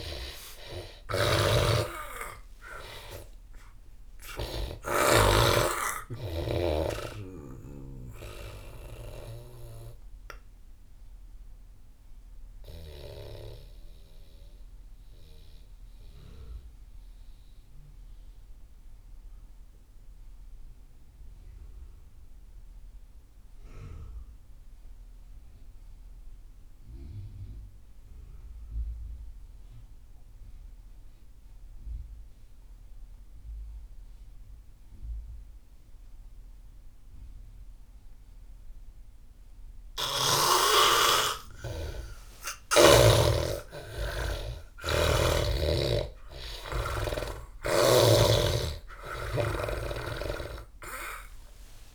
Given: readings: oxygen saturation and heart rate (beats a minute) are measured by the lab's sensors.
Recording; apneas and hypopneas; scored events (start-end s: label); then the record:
breathing in sleep by a room microphone; 1
0.00-19.00 s: oxygen desaturation (device-marked, oxygen 80% lowest)
1.00-5.00 s: snoring (device-marked)
10.00-42.50 s: obstructive apnea (oxygen 97% before, 80% lowest)
31.00-51.95 s: oxygen desaturation (device-marked, oxygen 99% before, 82% lowest)
43.50-47.50 s: arousal
From the record:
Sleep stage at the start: N2 (light sleep); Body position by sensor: on the back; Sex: male